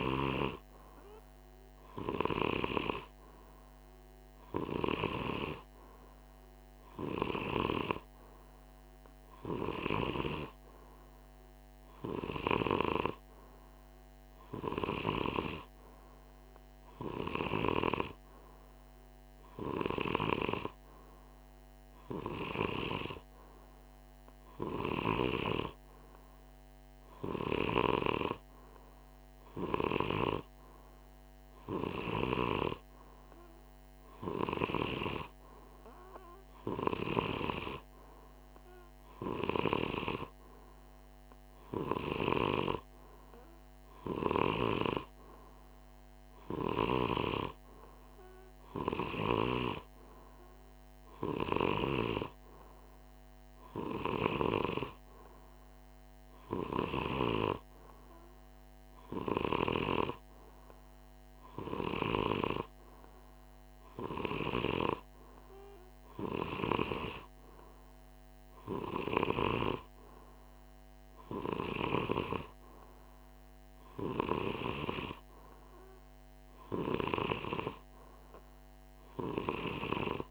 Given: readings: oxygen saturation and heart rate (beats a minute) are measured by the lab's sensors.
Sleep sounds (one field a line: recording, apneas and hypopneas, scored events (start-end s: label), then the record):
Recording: breathing in sleep by a microphone on the trachea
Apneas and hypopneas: none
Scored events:
none scored
From the record:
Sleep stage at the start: N2 (light sleep)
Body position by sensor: on the right side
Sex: male